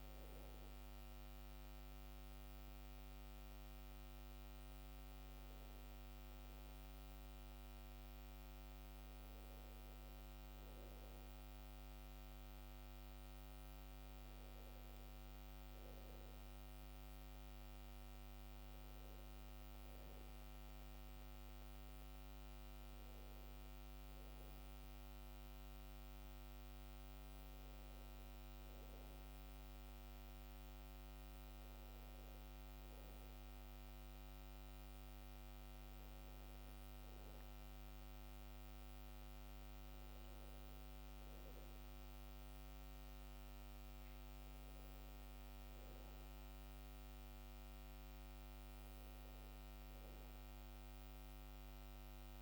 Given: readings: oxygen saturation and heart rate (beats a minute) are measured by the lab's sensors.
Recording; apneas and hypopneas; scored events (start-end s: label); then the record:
a person awake in a sleep study, hard to hear, by a microphone on the trachea; none
none scored
From the record:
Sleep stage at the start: awake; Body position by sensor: on the back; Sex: male